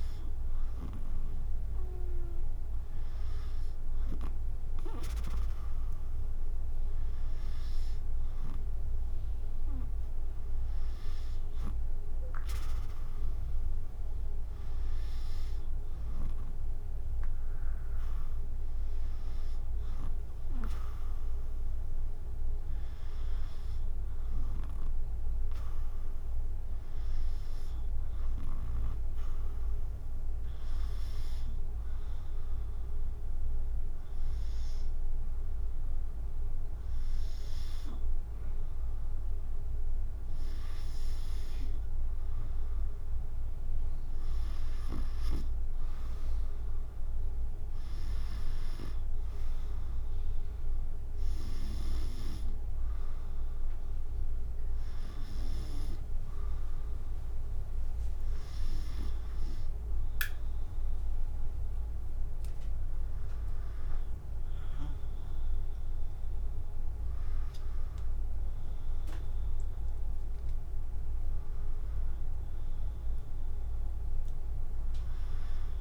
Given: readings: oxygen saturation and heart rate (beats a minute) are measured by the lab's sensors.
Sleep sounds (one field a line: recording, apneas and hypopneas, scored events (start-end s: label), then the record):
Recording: breathing in sleep by a room microphone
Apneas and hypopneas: none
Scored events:
71.00-75.81 s: new sleep stage, awake
From the record:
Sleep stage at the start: N2 (light sleep)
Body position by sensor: on the back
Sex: female